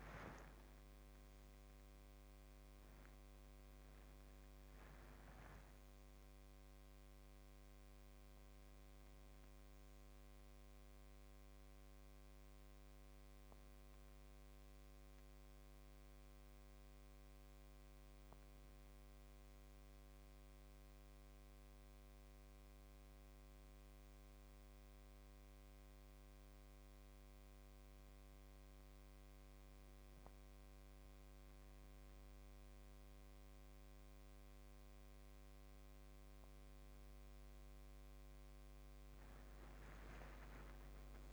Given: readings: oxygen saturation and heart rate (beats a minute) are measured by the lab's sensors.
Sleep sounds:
a person awake in a sleep study, hard to hear, by a microphone on the trachea; none
none scored
From the record:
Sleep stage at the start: awake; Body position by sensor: upright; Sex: male

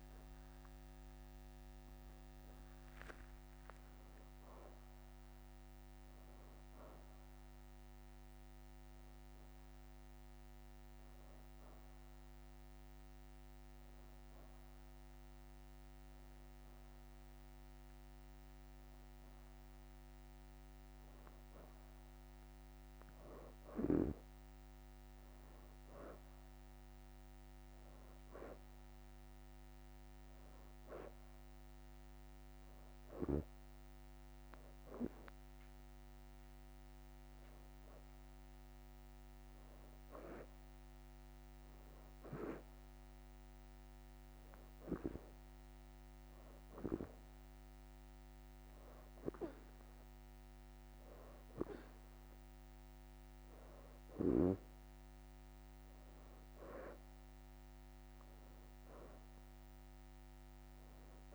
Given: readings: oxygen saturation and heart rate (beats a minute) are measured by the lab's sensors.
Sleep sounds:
breathing in sleep by a microphone on the trachea; 2
0.00-3.00 s: oxygen desaturation (device-marked, oxygen 87% lowest, heart rate 81 extreme)
11.50-22.00 s: hypopnea (oxygen 96% before, 89% lowest, heart rate 103 before, 81 extreme, up 1 after)
25.50-29.50 s: arousal
28.00-29.00 s: leg movement (device-marked)
30.00-40.00 s: oxygen desaturation (device-marked, oxygen 93% before, 89% lowest, heart rate 83 before, 81 extreme)
43.50-54.50 s: hypopnea (oxygen 93% before, 89% lowest, heart rate 82 before, 82 extreme, up 3 after)
48.00-54.00 s: oxygen desaturation (device-marked, oxygen 92% before, 89% lowest, heart rate 83 before, 82 extreme)
49.50-53.00 s: leg movement (device-marked)
56.50-57.50 s: leg movement (device-marked)
57.00-61.00 s: arousal
57.50-58.50 s: leg movement (device-marked)
59.00-60.50 s: leg movement (device-marked)
60.00-61.35 s: oxygen desaturation (device-marked, oxygen 92% before, 89% lowest, heart rate 84 before, 81 extreme)
From the record:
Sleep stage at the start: N2 (light sleep); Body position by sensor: on the back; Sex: female

